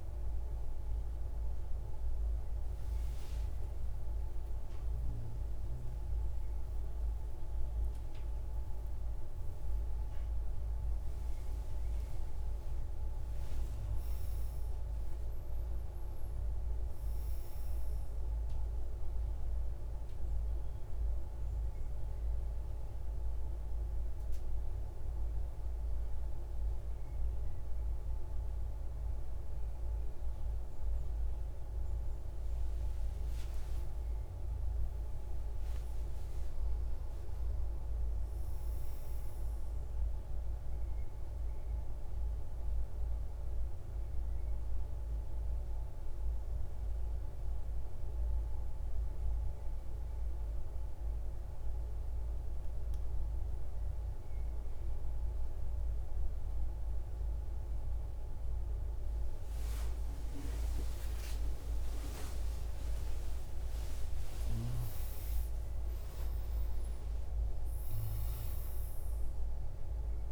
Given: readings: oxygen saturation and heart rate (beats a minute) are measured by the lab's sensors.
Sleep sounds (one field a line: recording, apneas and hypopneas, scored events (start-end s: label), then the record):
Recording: breathing in sleep, hard to hear, by a room microphone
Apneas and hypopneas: 2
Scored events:
0.50-70.32 s: new sleep stage, N1 (lightest sleep)
3.00-11.50 s: arousal
23.00-33.00 s: hypopnea (oxygen 98% before, 96% lowest, heart rate 194 before, 160 extreme, up 34 after)
33.50-38.00 s: arousal
50.50-61.50 s: hypopnea (oxygen 98% before, 93% lowest, heart rate 182 before, 126 extreme, up 33 after)
62.50-68.00 s: arousal
From the record:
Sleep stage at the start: N2 (light sleep)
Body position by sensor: on the right side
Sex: male